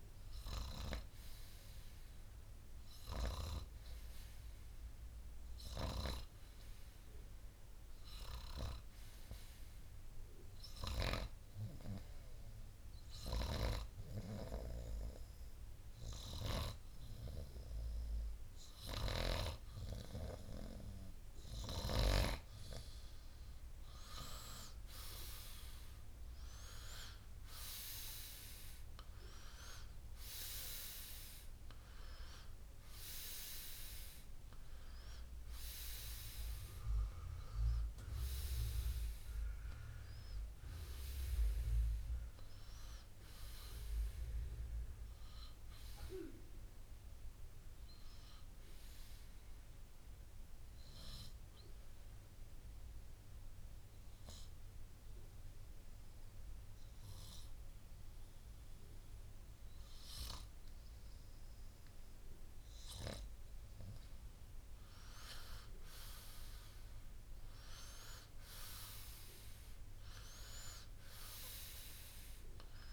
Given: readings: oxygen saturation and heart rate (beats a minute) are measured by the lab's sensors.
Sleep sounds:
breathing in sleep by a room microphone; 2
11.00-23.00 s: hypopnea (oxygen 96% before, 91% lowest, heart rate 63 before, 63 extreme, up 3 after)
25.00-28.00 s: arousal
50.00-62.00 s: obstructive apnea (oxygen 93% before, 91% lowest, heart rate 65 before, 54 extreme, up 4 after)
67.50-72.00 s: arousal
From the record:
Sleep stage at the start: N2 (light sleep); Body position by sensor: on the right side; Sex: male

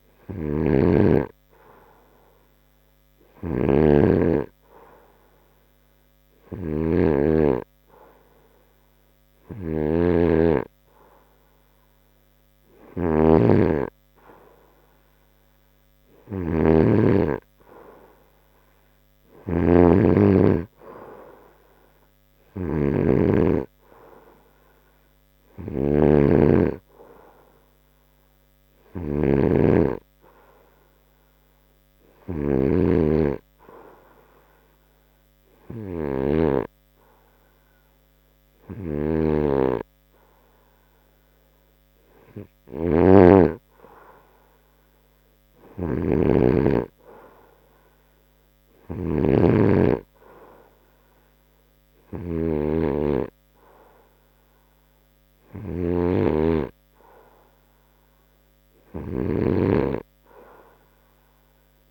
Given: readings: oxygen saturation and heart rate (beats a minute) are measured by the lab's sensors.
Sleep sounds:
breathing in sleep by a microphone on the trachea; none
none scored
From the record:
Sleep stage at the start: N2 (light sleep); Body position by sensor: on the front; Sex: male

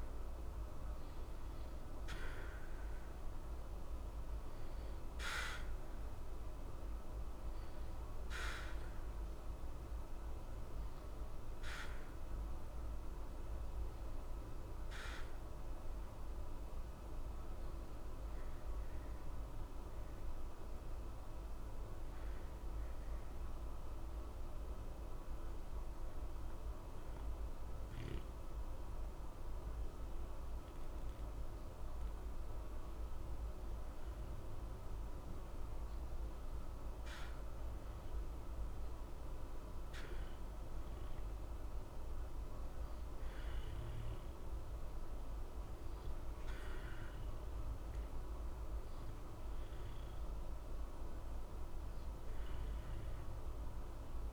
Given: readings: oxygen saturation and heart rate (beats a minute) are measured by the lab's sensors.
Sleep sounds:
breathing in sleep, hard to hear, by a room microphone; 1
19.50-31.50 s: obstructive apnea (oxygen 90% before, 88% lowest, heart rate 60 before, 60 extreme, up 0 after)
33.00-36.00 s: arousal
52.50-54.33 s: oxygen desaturation (device-marked, oxygen 94% before, 90% lowest, heart rate 60 before, 60 extreme)
From the record:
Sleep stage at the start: N2 (light sleep); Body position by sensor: on the back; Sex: male

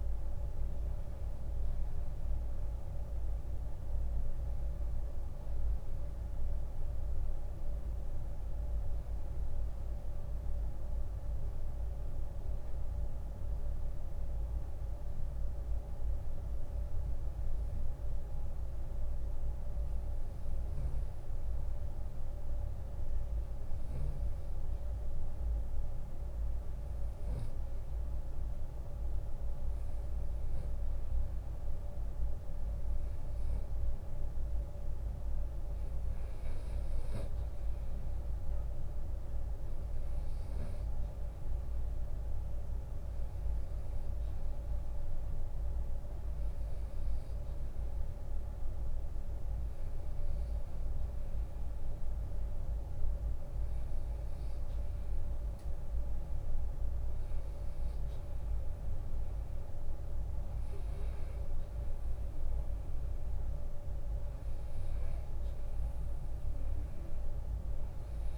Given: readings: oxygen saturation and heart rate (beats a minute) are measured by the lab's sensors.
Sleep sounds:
breathing in sleep, hard to hear, by a room microphone; none
31.00-64.00 s: oxygen desaturation (device-marked, oxygen 98% before, 94% lowest, heart rate 75 before, 67 extreme)
38.00-51.00 s: drop in pulse transit time (device-marked, heart rate 73 before, 67 extreme)
39.50-41.50 s: long interval between heartbeats (device-marked, heart rate 73 before, 77 extreme)
51.50-53.50 s: long interval between heartbeats (device-marked, heart rate 73 before, 82 extreme)
From the record:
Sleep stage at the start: REM sleep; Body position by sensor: on the right side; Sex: male

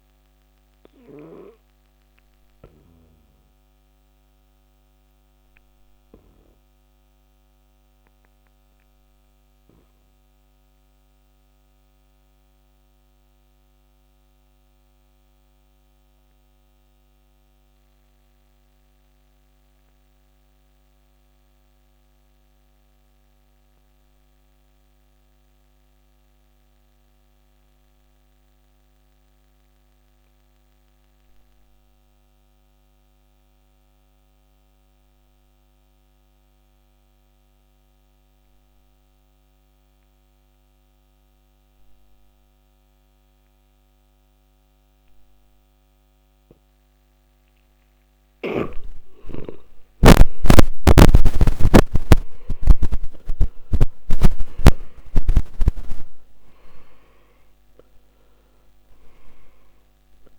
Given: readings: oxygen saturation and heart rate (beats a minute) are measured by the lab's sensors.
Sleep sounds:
breathing in sleep by a microphone on the trachea; 1
2.00-47.50 s: obstructive apnea (oxygen 99% before, 77% lowest, heart rate 57 before, 47 extreme, up 21 after)
15.50-31.50 s: oxygen desaturation (device-marked, oxygen 96% before, 87% lowest, heart rate 52 before, 50 extreme)
50.00-55.00 s: arousal
56.50-60.39 s: oxygen desaturation (device-marked, oxygen 97% before, 77% lowest, heart rate 57 before, 49 extreme)
From the record:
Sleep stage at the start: N2 (light sleep); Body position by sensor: on the back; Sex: male

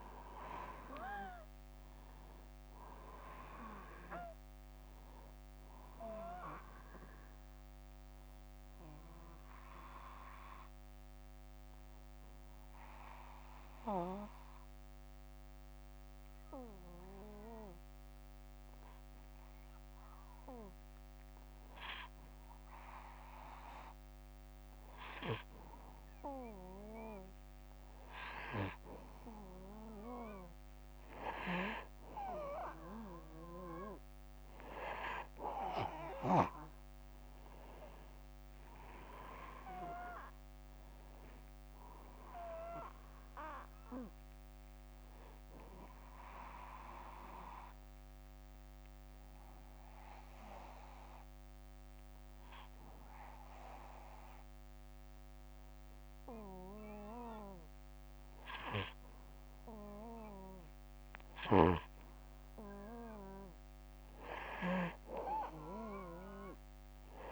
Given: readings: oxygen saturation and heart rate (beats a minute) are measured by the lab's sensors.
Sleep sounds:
breathing in sleep by a microphone on the trachea; 2
0.00-2.50 s: arousal
9.00-20.00 s: obstructive apnea (oxygen 96% before, 93% lowest, heart rate 91 before, 84 extreme)
27.00-31.00 s: arousal
43.50-58.00 s: obstructive apnea (oxygen 97% before, 93% lowest, heart rate 145 before, 114 extreme, up 42 after)
60.50-64.00 s: arousal
From the record:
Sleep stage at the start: N2 (light sleep); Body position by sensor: on the back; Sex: male

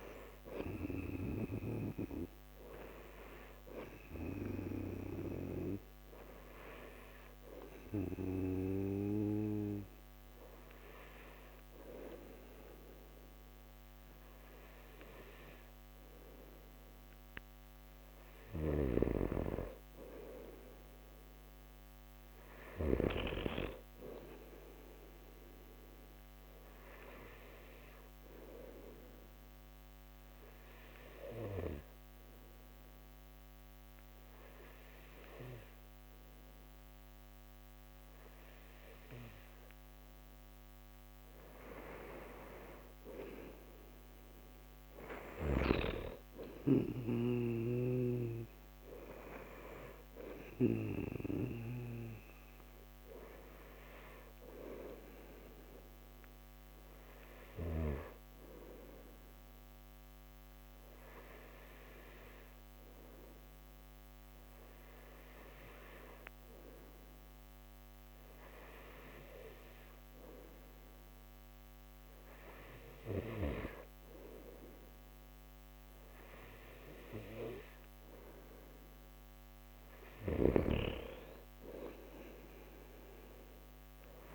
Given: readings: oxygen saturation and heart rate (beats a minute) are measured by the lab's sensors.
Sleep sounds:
breathing in sleep by a microphone on the trachea; 3
0.00-16.00 s: oxygen desaturation (device-marked, oxygen 90% lowest)
4.00-15.50 s: hypopnea (oxygen 96% before, 90% lowest)
18.00-22.00 s: arousal
18.50-23.00 s: snoring (device-marked)
29.00-40.50 s: obstructive apnea (oxygen 95% before, 92% lowest)
42.50-46.00 s: arousal
56.50-72.00 s: hypopnea (oxygen 94% before, 91% lowest)
75.00-79.50 s: arousal
80.00-84.35 s: snoring (device-marked)
From the record:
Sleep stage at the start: N2 (light sleep); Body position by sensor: on the back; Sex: male

